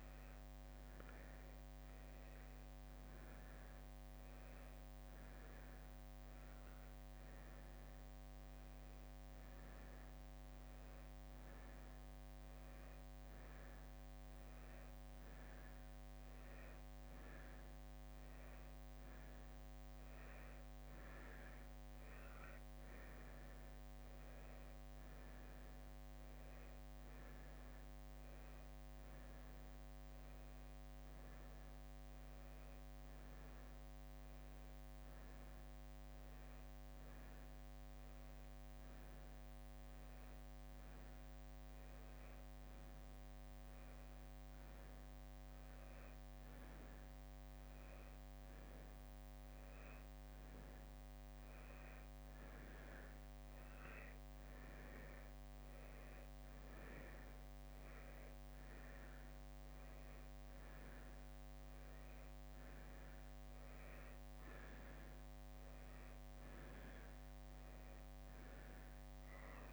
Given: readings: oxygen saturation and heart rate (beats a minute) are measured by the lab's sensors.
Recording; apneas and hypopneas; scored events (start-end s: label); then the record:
a person awake in a sleep study, hard to hear, by a microphone on the trachea; none
44.50-53.00 s: leg movement (device-marked)
56.00-65.50 s: leg movement (device-marked)
From the record:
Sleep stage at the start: awake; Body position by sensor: on the right side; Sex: female